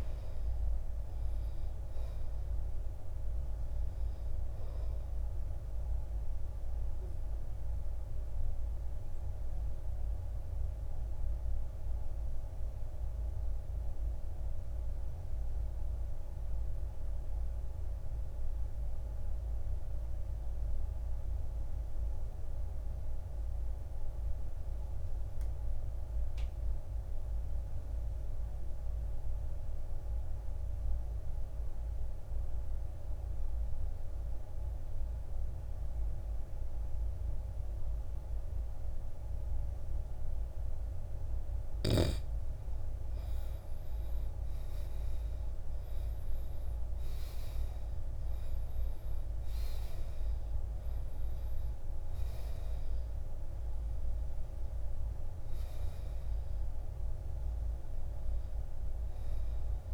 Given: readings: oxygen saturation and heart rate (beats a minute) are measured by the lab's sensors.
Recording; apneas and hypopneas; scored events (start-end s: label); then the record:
breathing in sleep, hard to hear, by a room microphone; 1
0.00-22.50 s: oxygen desaturation (device-marked, oxygen 83% lowest, heart rate 54 extreme)
7.00-42.00 s: obstructive apnea (oxygen 98% before, 76% lowest, heart rate 65 before, 54 extreme, up 11 after)
37.50-59.94 s: oxygen desaturation (device-marked, oxygen 98% before, 76% lowest, heart rate 59 before, 53 extreme)
44.00-47.50 s: arousal
From the record:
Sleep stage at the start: N2 (light sleep); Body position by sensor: on the back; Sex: male